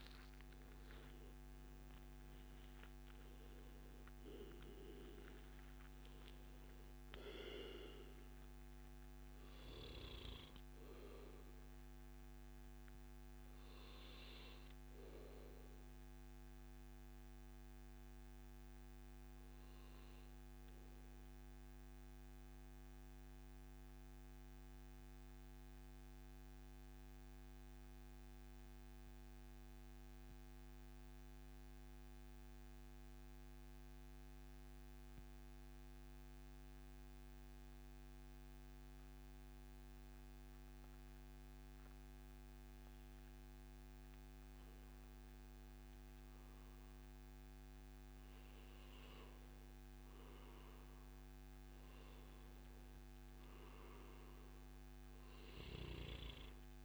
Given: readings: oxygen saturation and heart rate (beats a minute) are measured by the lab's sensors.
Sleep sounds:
breathing in sleep, hard to hear, by a microphone on the trachea; 1
0.00-1.00 s: oxygen desaturation (device-marked, oxygen 94% lowest, heart rate 102 extreme)
14.00-27.00 s: oxygen desaturation (device-marked, oxygen 95% before, 92% lowest, heart rate 140 before, 74 extreme)
15.00-17.00 s: long interval between heartbeats (device-marked, heart rate 140 before, 134 extreme)
20.50-43.00 s: central apnea (oxygen 95% before, 92% lowest, heart rate 137 before, 74 extreme, up 49 after)
24.00-26.00 s: long interval between heartbeats (device-marked, heart rate 130 before, 107 extreme)
26.50-28.50 s: long interval between heartbeats (device-marked, heart rate 127 before, 108 extreme)
28.50-30.50 s: long interval between heartbeats (device-marked, heart rate 124 before, 107 extreme)
37.50-39.50 s: long interval between heartbeats (device-marked, heart rate 106 before, 88 extreme)
44.50-49.00 s: arousal
From the record:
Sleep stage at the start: REM sleep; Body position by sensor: on the back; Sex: male

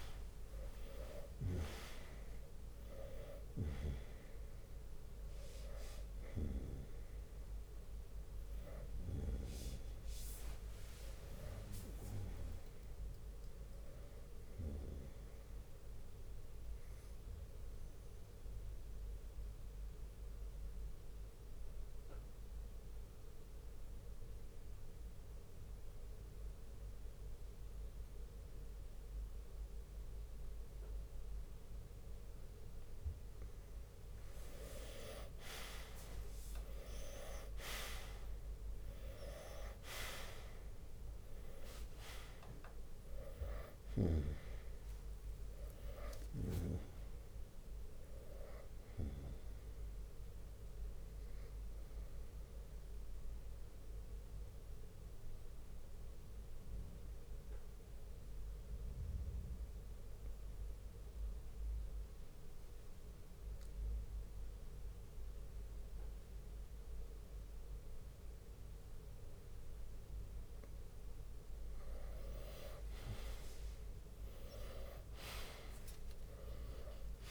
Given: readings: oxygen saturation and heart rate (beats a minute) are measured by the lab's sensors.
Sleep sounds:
breathing in sleep by a room microphone; 2
0.00-7.00 s: drop in pulse transit time (device-marked, heart rate 66 extreme)
0.00-22.00 s: oxygen desaturation (device-marked, oxygen 91% lowest, heart rate 59 extreme)
17.50-32.50 s: obstructive apnea (oxygen 96% before, 91% lowest, heart rate 70 before, 59 extreme, up 4 after)
34.00-52.00 s: drop in pulse transit time (device-marked, heart rate 63 before, 59 extreme)
35.50-41.50 s: arousal
38.00-62.00 s: oxygen desaturation (device-marked, oxygen 97% before, 91% lowest, heart rate 62 before, 59 extreme)
45.50-47.50 s: long interval between heartbeats (device-marked, heart rate 62 before, 77 extreme)
52.00-69.50 s: mixed apnea (oxygen 98% before, 91% lowest, heart rate 66 before, 59 extreme, up 9 after)
57.00-59.00 s: bradycardia (device-marked, heart rate 69 before, 61 extreme)
66.00-77.31 s: drop in pulse transit time (device-marked, heart rate 65 before, 60 extreme)
73.00-77.31 s: oxygen desaturation (device-marked, oxygen 98% before, 91% lowest, heart rate 61 before, 58 extreme)
73.50-77.31 s: arousal
From the record:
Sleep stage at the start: N2 (light sleep); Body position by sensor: on the right side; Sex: male

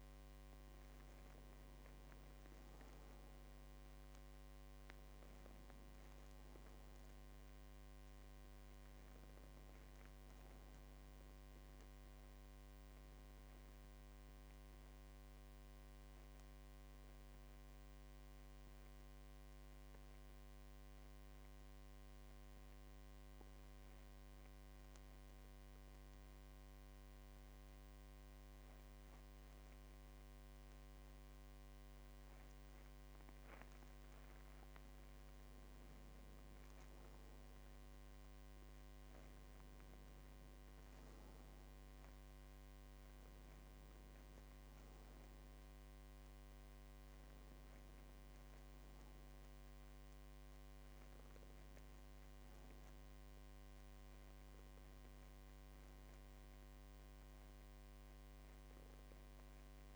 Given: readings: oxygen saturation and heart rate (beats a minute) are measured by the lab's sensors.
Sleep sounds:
breathing in sleep, hard to hear, by a microphone on the trachea; 1
0.00-1.50 s: arousal
0.00-20.00 s: oxygen desaturation (device-marked, oxygen 100% before, 91% lowest, heart rate 48 before, 45 extreme)
13.00-34.50 s: mixed apnea (oxygen 100% before, 91% lowest, heart rate 54 before, 46 extreme, up 6 after)
34.00-58.00 s: oxygen desaturation (device-marked, oxygen 99% before, 93% lowest, heart rate 48 before, 48 extreme)
38.00-43.00 s: arousal
From the record:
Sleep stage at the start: N2 (light sleep); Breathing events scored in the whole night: 258 in 4.9 hours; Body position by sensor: on the back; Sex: male

